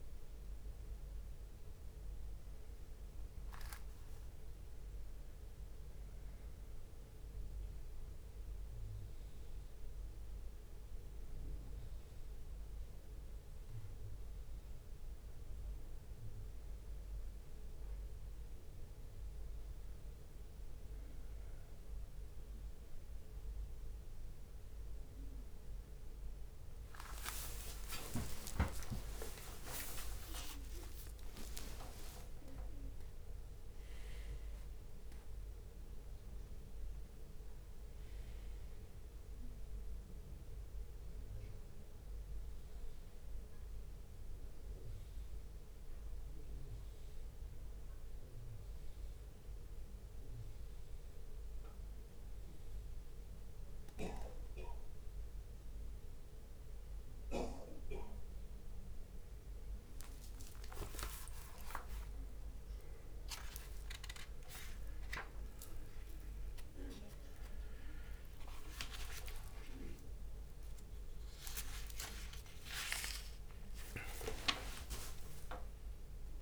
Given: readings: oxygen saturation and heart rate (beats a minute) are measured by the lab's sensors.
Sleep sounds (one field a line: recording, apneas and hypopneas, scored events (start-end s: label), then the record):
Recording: a person partly awake in a sleep study, by a room microphone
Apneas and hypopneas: none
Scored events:
27.00-34.00 s: tachycardia (device-marked, heart rate 71 before, 146 extreme)
27.00-37.00 s: leg movement (device-marked)
27.50-33.50 s: arousal
28.00-30.00 s: long interval between heartbeats (device-marked, heart rate 63 before, 79 extreme)
31.00-33.00 s: long interval between heartbeats (device-marked, heart rate 67 before, 121 extreme)
31.00-42.00 s: drop in pulse transit time (device-marked, heart rate 67 before, 74 extreme)
57.00-76.41 s: new sleep stage, awake
59.00-76.00 s: tachycardia (device-marked, heart rate 72 before, 157 extreme)
60.00-63.50 s: leg movement (device-marked)
61.50-63.50 s: long interval between heartbeats (device-marked, heart rate 66 before, 79 extreme)
64.00-66.00 s: long interval between heartbeats (device-marked, heart rate 70 before, 131 extreme)
66.50-68.50 s: long interval between heartbeats (device-marked, heart rate 77 before, 146 extreme)
69.00-71.50 s: leg movement (device-marked)
69.50-71.50 s: long interval between heartbeats (device-marked, heart rate 89 before, 129 extreme)
73.00-75.00 s: long interval between heartbeats (device-marked, heart rate 104 before, 144 extreme)
74.00-76.41 s: drop in pulse transit time (device-marked, heart rate 109 before, 70 extreme)
74.50-76.41 s: leg movement (device-marked)
75.00-76.41 s: long interval between heartbeats (device-marked, heart rate 113 before, 134 extreme)
From the record:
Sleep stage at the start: N1 (lightest sleep)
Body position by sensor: on the back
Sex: male